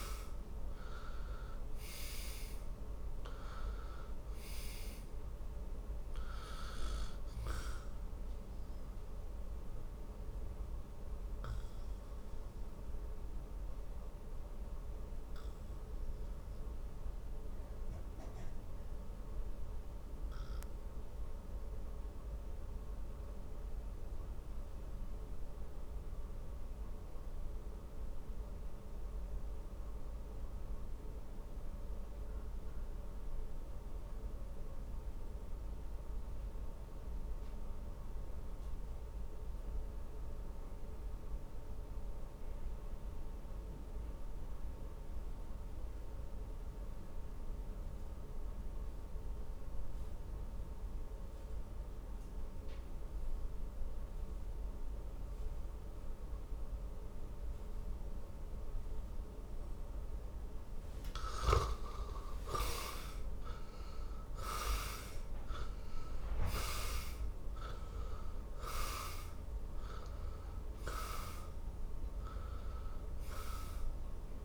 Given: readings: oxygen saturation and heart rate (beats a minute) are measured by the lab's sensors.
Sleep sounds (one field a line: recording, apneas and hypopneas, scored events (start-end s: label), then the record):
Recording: breathing in sleep by a room microphone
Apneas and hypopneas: 1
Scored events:
0.00-38.50 s: oxygen desaturation (device-marked, oxygen 73% lowest, heart rate 46 extreme)
9.50-61.00 s: obstructive apnea (oxygen 100% before, 73% lowest, heart rate 63 before, 46 extreme, up 22 after)
61.50-74.45 s: oxygen desaturation (device-marked, oxygen 99% before, 73% lowest, heart rate 49 before, 49 extreme)
62.00-66.00 s: arousal
From the record:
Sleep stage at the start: N2 (light sleep)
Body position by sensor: on the back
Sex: male